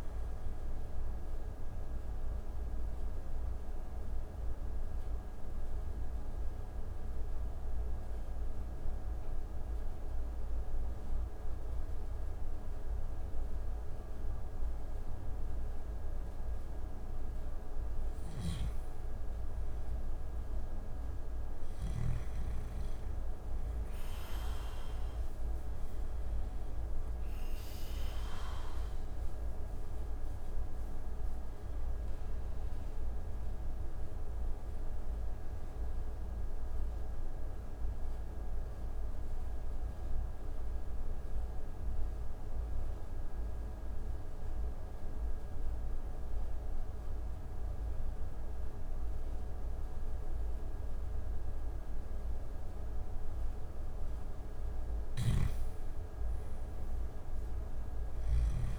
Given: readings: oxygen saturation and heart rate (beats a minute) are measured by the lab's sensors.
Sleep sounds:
breathing in sleep, hard to hear, by a room microphone; 2
0.00-16.00 s: oxygen desaturation (device-marked, oxygen 91% lowest)
0.50-17.50 s: obstructive apnea (oxygen 97% before, 91% lowest)
17.50-21.50 s: snoring (device-marked)
22.00-27.00 s: arousal
29.00-53.00 s: oxygen desaturation (device-marked, oxygen 97% before, 92% lowest)
32.50-53.50 s: mixed apnea (oxygen 97% before, 91% lowest)
54.00-58.00 s: snoring (device-marked)
55.50-58.50 s: arousal
From the record:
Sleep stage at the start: N2 (light sleep); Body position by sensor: on the back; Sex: male

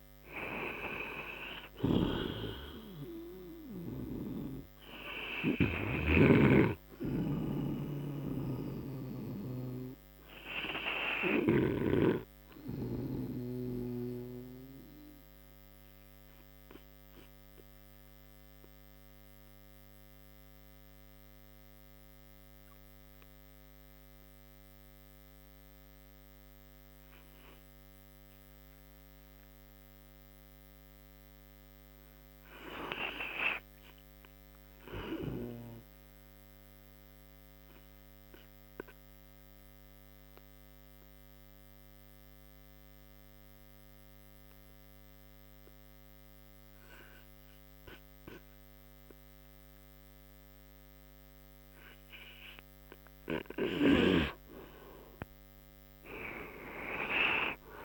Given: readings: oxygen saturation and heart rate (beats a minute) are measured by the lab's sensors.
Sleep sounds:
breathing in sleep by a microphone on the trachea; 2
0.00-1.00 s: oxygen desaturation (device-marked, oxygen 94% lowest)
9.00-22.00 s: oxygen desaturation (device-marked, oxygen 95% before, 89% lowest)
12.00-29.00 s: obstructive apnea (oxygen 97% before, 84% lowest)
31.00-33.50 s: arousal
39.00-53.50 s: obstructive apnea (oxygen 98% before, 84% lowest)
51.00-57.85 s: oxygen desaturation (device-marked, oxygen 96% before, 84% lowest)
From the record:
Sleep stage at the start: N2 (light sleep); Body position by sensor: on the right side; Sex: male

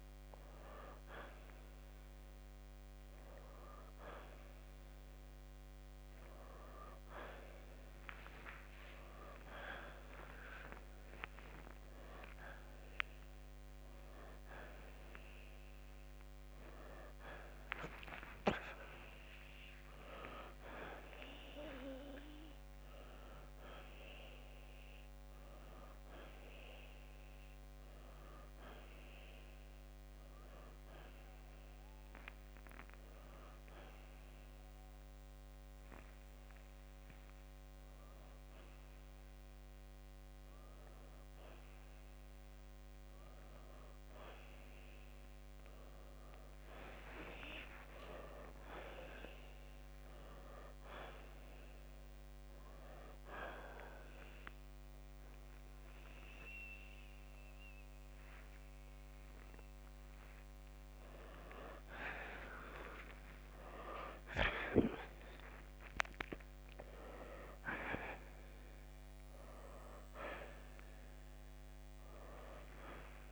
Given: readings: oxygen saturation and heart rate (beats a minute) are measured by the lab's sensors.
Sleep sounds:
a person awake in a sleep study, by a microphone on the trachea; none
0.00-13.50 s: oxygen desaturation (device-marked, oxygen 84% lowest, heart rate 63 extreme)
54.50-68.50 s: oxygen desaturation (device-marked, oxygen 92% before, 89% lowest, heart rate 69 before, 67 extreme)
From the record:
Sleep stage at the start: awake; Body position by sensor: on the right side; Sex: male

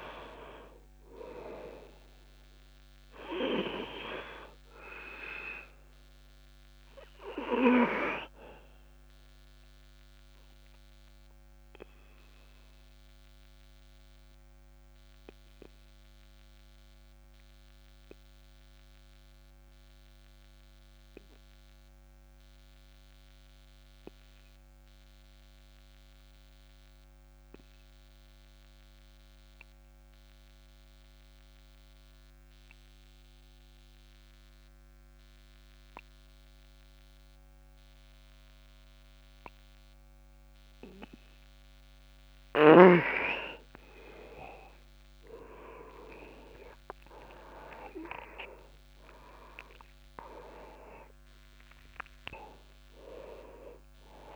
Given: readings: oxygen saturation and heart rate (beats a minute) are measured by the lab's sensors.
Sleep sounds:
breathing in sleep by a microphone on the trachea; 1
0.00-2.00 s: arousal
3.50-26.50 s: oxygen desaturation (device-marked, oxygen 99% before, 93% lowest, heart rate 54 before, 26 extreme)
10.50-42.50 s: obstructive apnea (oxygen 99% before, 90% lowest)
43.50-54.35 s: oxygen desaturation (device-marked, oxygen 98% before, 90% lowest)
45.00-49.50 s: arousal
From the record:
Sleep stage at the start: N2 (light sleep); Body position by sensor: on the back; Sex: male

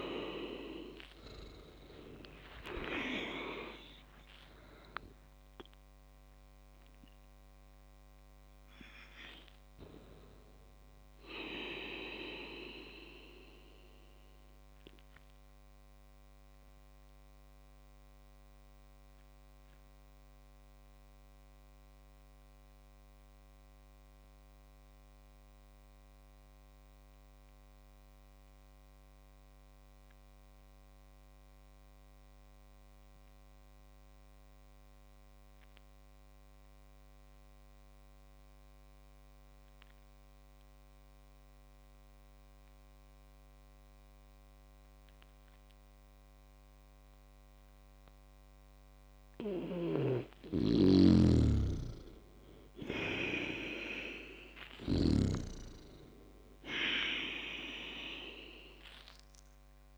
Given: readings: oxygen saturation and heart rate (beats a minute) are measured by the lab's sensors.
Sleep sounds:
breathing in sleep by a microphone on the trachea; 1
0.00-12.50 s: oxygen desaturation (device-marked, oxygen 96% lowest)
1.00-5.00 s: arousal
14.00-49.00 s: obstructive apnea (oxygen 100% before, 95% lowest, heart rate 60 before, 39 extreme, up 18 after)
49.50-55.00 s: snoring (device-marked)
50.50-59.98 s: oxygen desaturation (device-marked, oxygen 100% before, 95% lowest, heart rate 58 before, 39 extreme)
51.00-55.50 s: arousal
From the record:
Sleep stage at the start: N2 (light sleep); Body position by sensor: on the back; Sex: male

